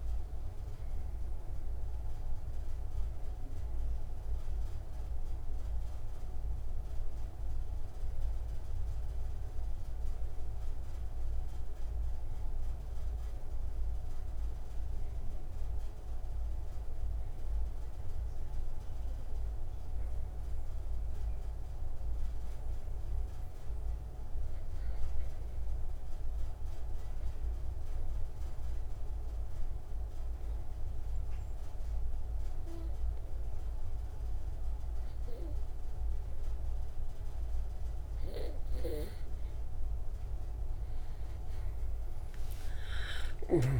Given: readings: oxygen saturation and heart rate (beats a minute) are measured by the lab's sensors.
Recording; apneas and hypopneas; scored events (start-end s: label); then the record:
breathing in sleep, hard to hear, by a room microphone; 1
0.00-28.50 s: oxygen desaturation (device-marked, oxygen 85% lowest)
10.50-39.00 s: hypopnea (oxygen 97% before, 85% lowest)
From the record:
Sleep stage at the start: N2 (light sleep); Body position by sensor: on the right side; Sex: male